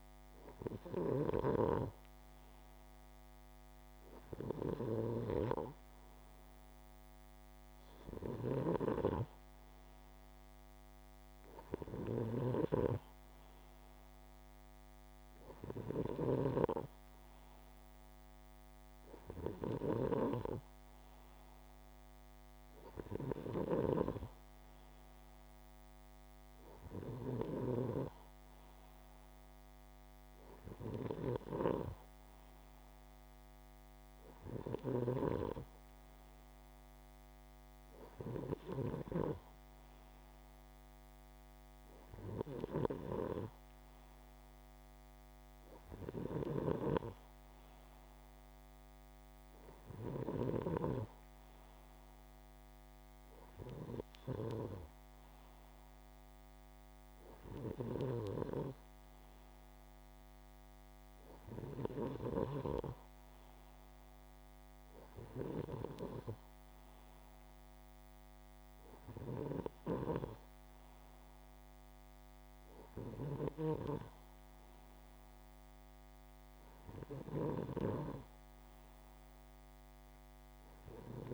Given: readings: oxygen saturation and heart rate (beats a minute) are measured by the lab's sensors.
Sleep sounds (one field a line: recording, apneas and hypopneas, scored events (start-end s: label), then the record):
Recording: breathing in sleep by a microphone on the trachea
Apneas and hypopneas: none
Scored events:
0.00-16.00 s: snoring (device-marked)
34.00-38.50 s: snoring (device-marked)
45.50-50.00 s: snoring (device-marked)
72.50-77.00 s: snoring (device-marked)
From the record:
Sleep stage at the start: N2 (light sleep)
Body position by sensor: upright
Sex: male